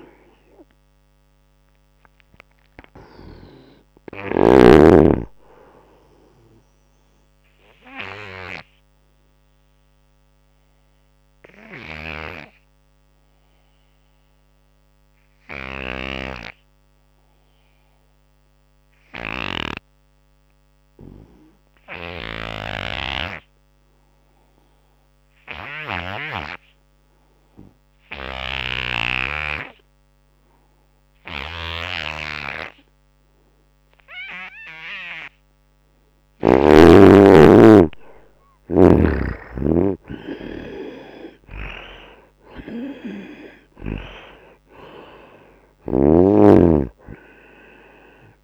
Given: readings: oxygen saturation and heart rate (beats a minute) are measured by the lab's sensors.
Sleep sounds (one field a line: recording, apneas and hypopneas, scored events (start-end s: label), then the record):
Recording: breathing in sleep by a microphone on the trachea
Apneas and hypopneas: 1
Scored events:
0.00-16.00 s: oxygen desaturation (device-marked, oxygen 75% lowest, heart rate 65 extreme)
6.50-35.00 s: obstructive apnea (oxygen 97% before, 73% lowest, heart rate 78 before, 65 extreme, up 17 after)
22.50-36.50 s: snoring (device-marked)
25.00-48.44 s: oxygen desaturation (device-marked, oxygen 97% before, 73% lowest, heart rate 85 before, 64 extreme)
36.50-40.00 s: arousal
38.50-44.00 s: snoring (device-marked)
From the record:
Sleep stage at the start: N2 (light sleep)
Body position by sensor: on the right side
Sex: male